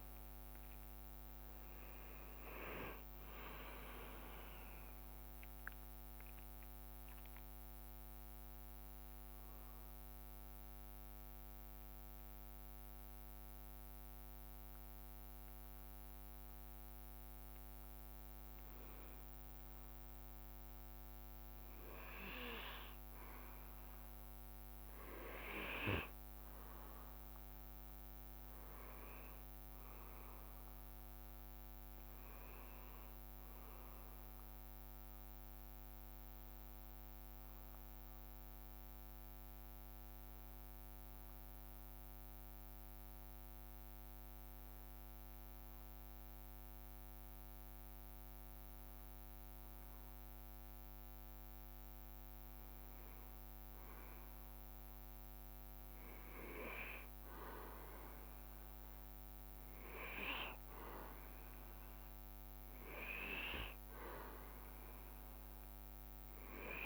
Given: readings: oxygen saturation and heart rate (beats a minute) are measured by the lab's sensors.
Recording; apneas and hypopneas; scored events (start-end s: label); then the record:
breathing in sleep by a microphone on the trachea; 2
0.00-1.00 s: arousal
1.00-4.00 s: leg movement (device-marked)
10.00-21.00 s: mixed apnea (oxygen 97% before, 94% lowest, heart rate 71 before, 57 extreme, up 5 after)
25.50-29.50 s: arousal
29.00-42.00 s: oxygen desaturation (device-marked, oxygen 98% before, 94% lowest, heart rate 61 before, 56 extreme)
31.00-33.00 s: leg movement (device-marked)
41.50-54.50 s: hypopnea (oxygen 98% before, 96% lowest, heart rate 61 before, 57 extreme, up 5 after)
59.00-63.00 s: arousal
From the record:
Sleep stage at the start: N2 (light sleep); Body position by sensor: on the back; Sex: male